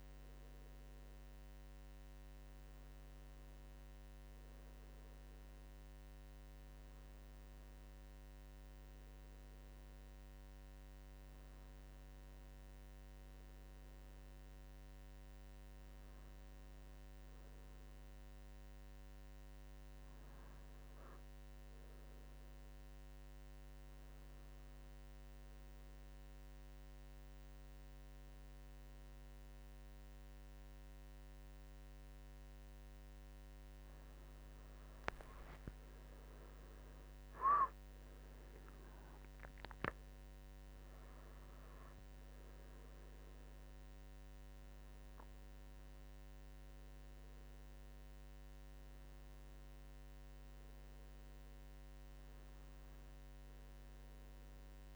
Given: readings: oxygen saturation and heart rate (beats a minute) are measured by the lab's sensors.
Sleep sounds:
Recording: breathing in sleep, hard to hear, by a microphone on the trachea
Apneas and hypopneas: none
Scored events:
34.00-54.95 s: new sleep stage, N1 (lightest sleep)
35.00-39.50 s: arousal
From the record:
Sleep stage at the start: N2 (light sleep)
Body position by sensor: on the right side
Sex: male

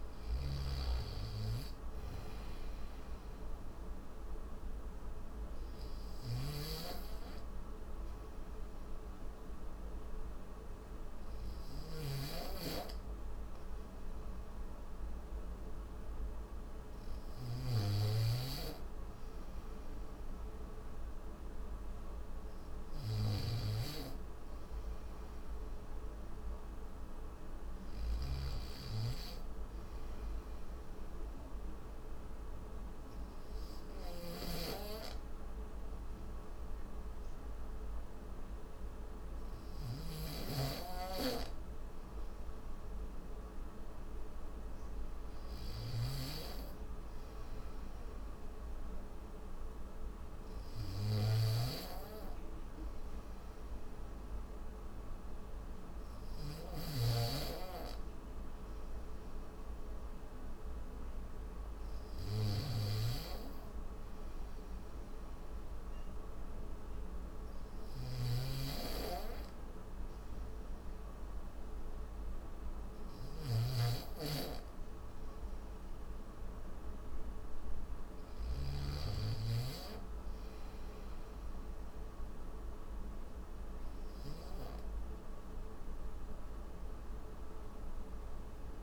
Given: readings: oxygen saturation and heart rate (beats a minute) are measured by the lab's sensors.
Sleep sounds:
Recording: breathing in sleep by a room microphone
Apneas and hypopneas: 2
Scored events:
0.00-17.00 s: oxygen desaturation (device-marked, oxygen 92% lowest, heart rate 73 extreme)
5.00-17.50 s: obstructive apnea (oxygen 97% before, 92% lowest, heart rate 75 before, 73 extreme, up 4 after)
6.00-28.00 s: snoring (device-marked)
11.00-88.83 s: new sleep stage, N3 (deep sleep)
30.00-43.50 s: obstructive apnea (oxygen 95% before, 92% lowest, heart rate 75 before, 74 extreme, up 2 after)
34.00-78.50 s: snoring (device-marked)
47.00-62.00 s: oxygen desaturation (device-marked, oxygen 95% before, 92% lowest, heart rate 75 before, 74 extreme)
From the record:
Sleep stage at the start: N2 (light sleep)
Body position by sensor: on the back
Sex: male

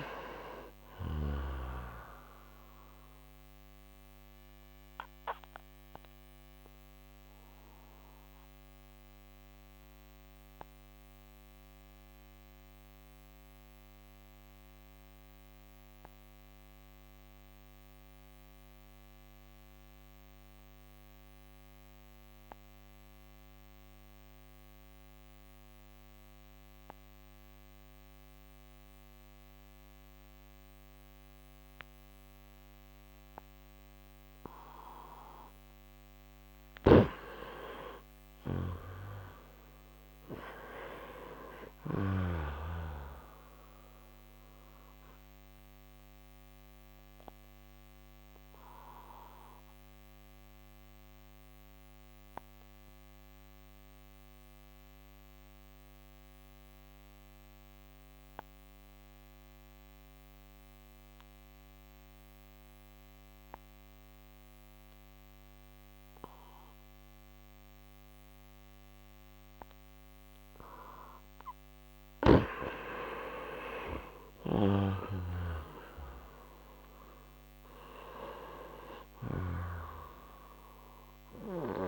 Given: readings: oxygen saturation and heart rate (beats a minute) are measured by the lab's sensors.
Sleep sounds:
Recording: breathing in sleep by a microphone on the trachea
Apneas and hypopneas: 2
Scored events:
0.00-1.50 s: snoring (device-marked)
0.00-21.50 s: oxygen desaturation (device-marked, oxygen 89% lowest, heart rate 56 extreme)
3.50-35.00 s: obstructive apnea (oxygen 98% before, 89% lowest, heart rate 67 before, 56 extreme, up 19 after)
34.50-67.50 s: oxygen desaturation (device-marked, oxygen 97% before, 89% lowest, heart rate 65 before, 58 extreme)
37.00-43.00 s: snoring (device-marked)
37.50-41.00 s: arousal
45.00-69.00 s: obstructive apnea (oxygen 97% before, 89% lowest, heart rate 72 before, 57 extreme, up 17 after)
73.50-78.50 s: arousal
From the record:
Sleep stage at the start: N2 (light sleep)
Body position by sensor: on the right side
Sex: male

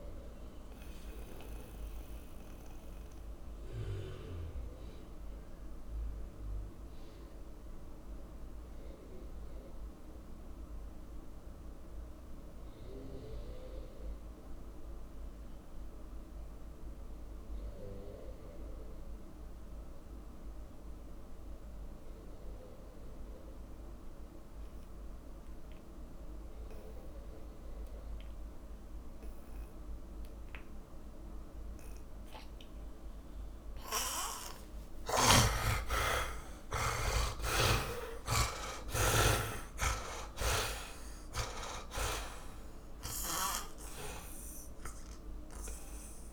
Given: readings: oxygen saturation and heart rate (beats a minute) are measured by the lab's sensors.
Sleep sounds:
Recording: breathing in sleep by a room microphone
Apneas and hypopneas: 1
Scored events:
0.00-14.50 s: oxygen desaturation (device-marked, oxygen 76% lowest)
2.50-32.50 s: mixed apnea (oxygen 100% before, 75% lowest)
21.50-46.33 s: oxygen desaturation (device-marked, oxygen 100% before, 75% lowest)
35.50-41.50 s: arousal
37.50-41.00 s: snoring (device-marked)
From the record:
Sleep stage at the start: N2 (light sleep)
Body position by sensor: on the back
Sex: male

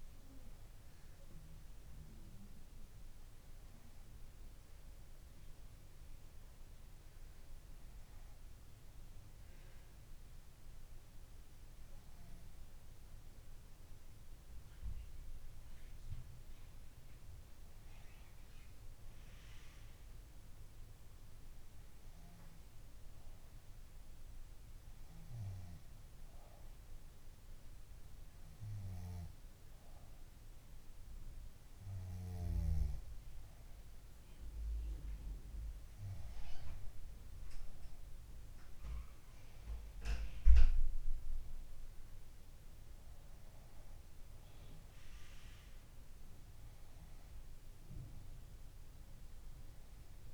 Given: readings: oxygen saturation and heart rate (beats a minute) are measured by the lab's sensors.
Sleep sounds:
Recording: breathing in sleep, hard to hear, by a room microphone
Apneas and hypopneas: 1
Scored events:
0.00-12.00 s: oxygen desaturation (device-marked, oxygen 93% lowest, heart rate 61 extreme)
19.00-23.00 s: arousal
26.00-37.50 s: hypopnea (oxygen 97% before, 92% lowest, heart rate 67 before, 65 extreme, up 3 after)
41.00-44.00 s: arousal
From the record:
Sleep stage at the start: N2 (light sleep)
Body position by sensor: on the back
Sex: female

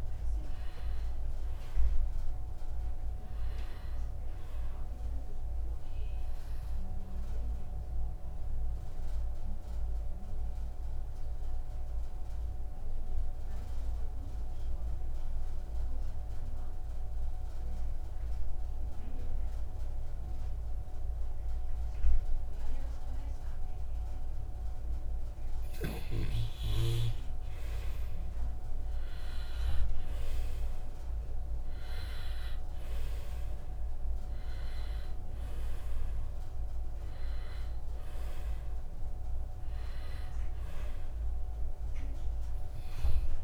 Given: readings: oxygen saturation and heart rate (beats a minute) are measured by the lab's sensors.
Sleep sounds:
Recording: breathing in sleep, hard to hear, by a room microphone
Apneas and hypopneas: 1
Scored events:
0.00-15.50 s: oxygen desaturation (device-marked, oxygen 84% lowest, heart rate 56 extreme)
8.50-26.00 s: obstructive apnea (oxygen 98% before, 82% lowest, heart rate 63 before, 56 extreme, up 1 after)
27.50-32.00 s: arousal
29.50-43.44 s: oxygen desaturation (device-marked, oxygen 99% before, 82% lowest, heart rate 63 before, 56 extreme)
From the record:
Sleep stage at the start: N2 (light sleep)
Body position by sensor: on the left side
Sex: male

